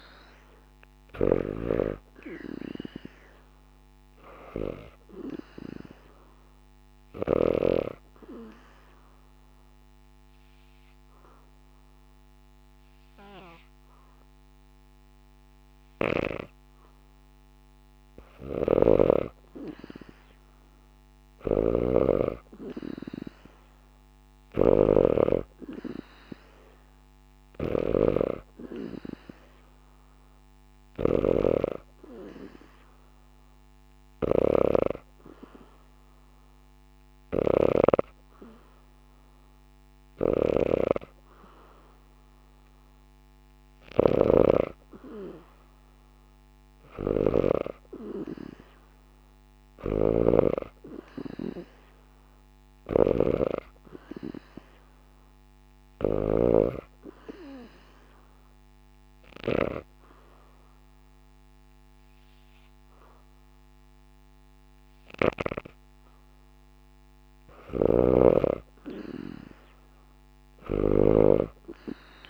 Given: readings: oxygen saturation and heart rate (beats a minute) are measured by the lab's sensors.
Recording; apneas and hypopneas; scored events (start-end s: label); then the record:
breathing in sleep by a microphone on the trachea; 2
0.00-7.00 s: snoring (device-marked)
4.00-20.00 s: oxygen desaturation (device-marked, oxygen 94% before, 87% lowest, heart rate 75 before, 71 extreme)
7.00-19.00 s: obstructive apnea (oxygen 94% before, 87% lowest, heart rate 75 before, 71 extreme)
18.00-56.00 s: snoring (device-marked)
21.50-24.00 s: arousal
25.00-42.00 s: oxygen desaturation (device-marked, oxygen 96% before, 87% lowest, heart rate 74 before, 72 extreme)
48.50-51.50 s: arousal
56.00-67.00 s: obstructive apnea (oxygen 95% before, 86% lowest, heart rate 75 before, 71 extreme, up 0 after)
67.00-71.00 s: snoring (device-marked)
69.50-72.00 s: arousal
From the record:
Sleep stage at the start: N2 (light sleep); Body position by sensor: on the back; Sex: female